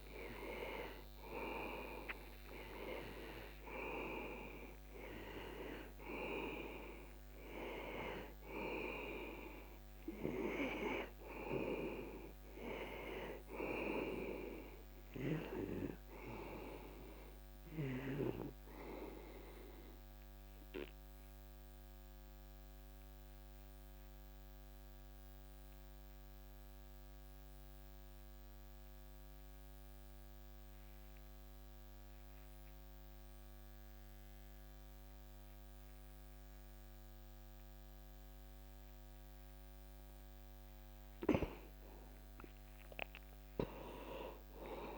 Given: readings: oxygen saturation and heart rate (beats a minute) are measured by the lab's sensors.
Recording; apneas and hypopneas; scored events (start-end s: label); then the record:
breathing in sleep by a microphone on the trachea; 1
9.00-24.00 s: oxygen desaturation (device-marked, oxygen 95% before, 92% lowest)
21.00-39.50 s: obstructive apnea (oxygen 96% before, 85% lowest)
42.50-44.97 s: arousal
From the record:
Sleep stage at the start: N2 (light sleep); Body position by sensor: on the back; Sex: male